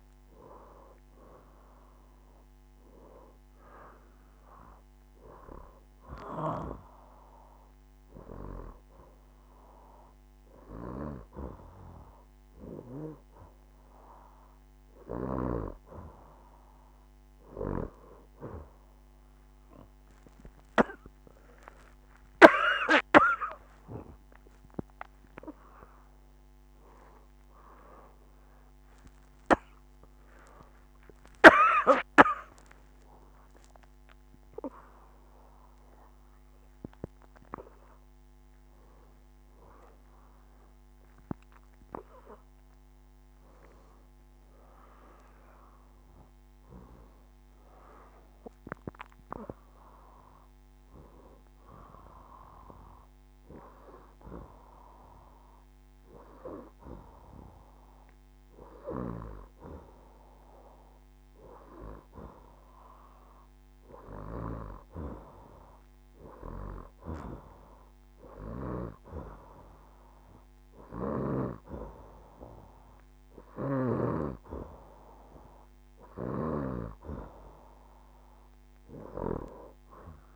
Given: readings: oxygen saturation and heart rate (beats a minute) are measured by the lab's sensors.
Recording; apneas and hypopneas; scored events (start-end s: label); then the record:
a person partly awake in a sleep study, by a microphone on the trachea; none
0.00-15.50 s: oxygen desaturation (device-marked, oxygen 90% lowest, heart rate 81 extreme)
13.50-43.50 s: new sleep stage, awake
43.50-80.36 s: new sleep stage, N2 (light sleep)
From the record:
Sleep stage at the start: N2 (light sleep); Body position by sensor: on the back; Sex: female